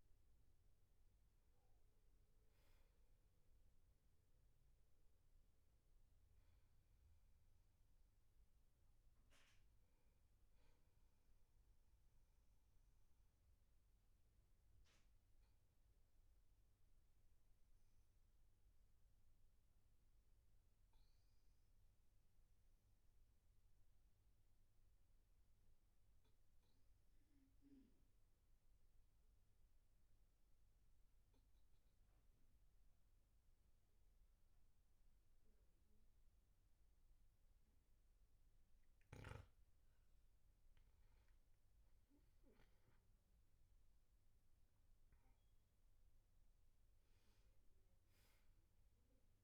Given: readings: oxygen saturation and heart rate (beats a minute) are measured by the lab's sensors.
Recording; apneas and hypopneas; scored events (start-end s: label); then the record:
breathing in sleep, hard to hear, by a room microphone; 1
2.50-25.50 s: oxygen desaturation (device-marked, oxygen 97% before, 92% lowest, heart rate 50 before, 39 extreme)
12.50-39.00 s: obstructive apnea (oxygen 98% before, 92% lowest, heart rate 49 before, 42 extreme, up 11 after)
41.00-44.50 s: arousal
From the record:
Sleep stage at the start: N2 (light sleep); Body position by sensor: on the back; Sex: male